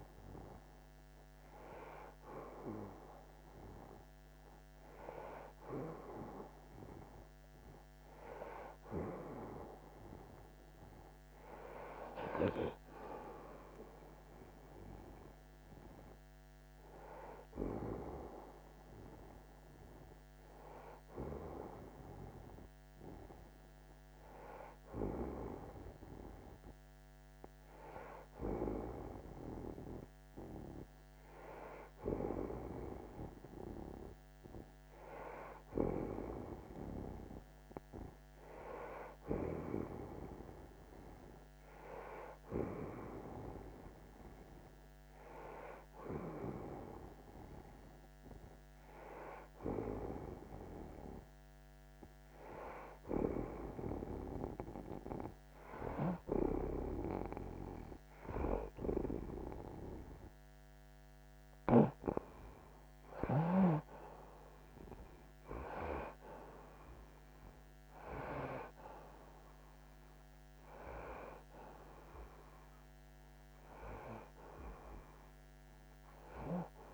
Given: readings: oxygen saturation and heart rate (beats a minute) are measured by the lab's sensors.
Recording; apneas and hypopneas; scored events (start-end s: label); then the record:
breathing in sleep by a microphone on the trachea; none
39.50-57.50 s: oxygen desaturation (device-marked, oxygen 94% before, 89% lowest)
From the record:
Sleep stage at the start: N1 (lightest sleep); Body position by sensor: on the back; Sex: male